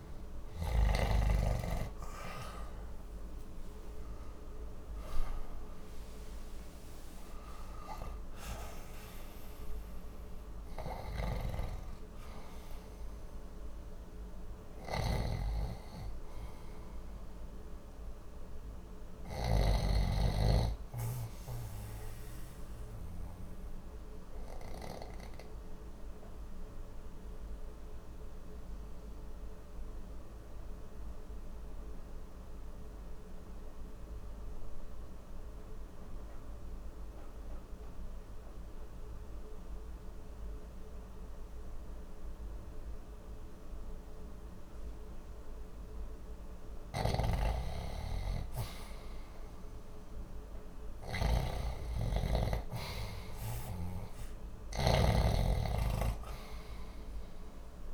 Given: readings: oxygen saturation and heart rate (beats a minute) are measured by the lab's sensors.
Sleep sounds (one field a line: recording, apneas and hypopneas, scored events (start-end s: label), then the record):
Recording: breathing in sleep by a room microphone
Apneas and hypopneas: 1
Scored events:
0.00-1.00 s: snoring (device-marked)
0.00-29.50 s: oxygen desaturation (device-marked, oxygen 90% lowest, heart rate 59 extreme)
14.50-19.50 s: snoring (device-marked)
22.50-45.50 s: obstructive apnea (oxygen 96% before, 88% lowest, heart rate 63 before, 59 extreme, up 3 after)
45.50-57.93 s: oxygen desaturation (device-marked, oxygen 97% before, 88% lowest, heart rate 60 before, 59 extreme)
46.50-55.00 s: snoring (device-marked)
49.00-54.50 s: arousal
From the record:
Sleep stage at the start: N2 (light sleep)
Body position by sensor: on the left side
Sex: male